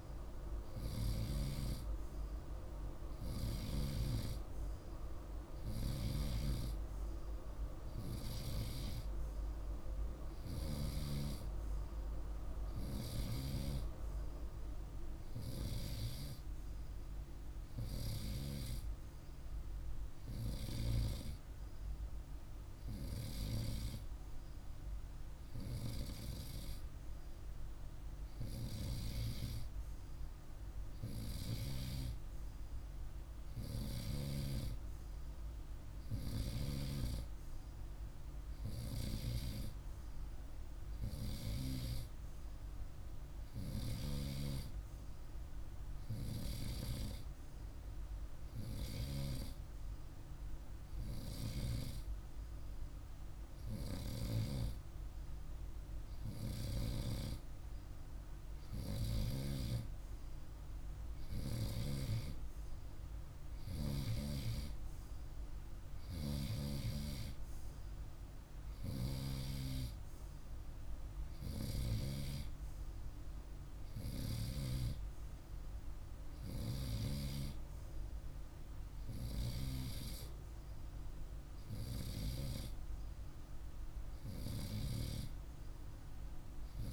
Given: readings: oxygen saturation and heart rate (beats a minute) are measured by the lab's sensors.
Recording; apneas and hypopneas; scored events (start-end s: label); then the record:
breathing in sleep by a room microphone; none
none scored
From the record:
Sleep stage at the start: N2 (light sleep); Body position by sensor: on the right side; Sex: male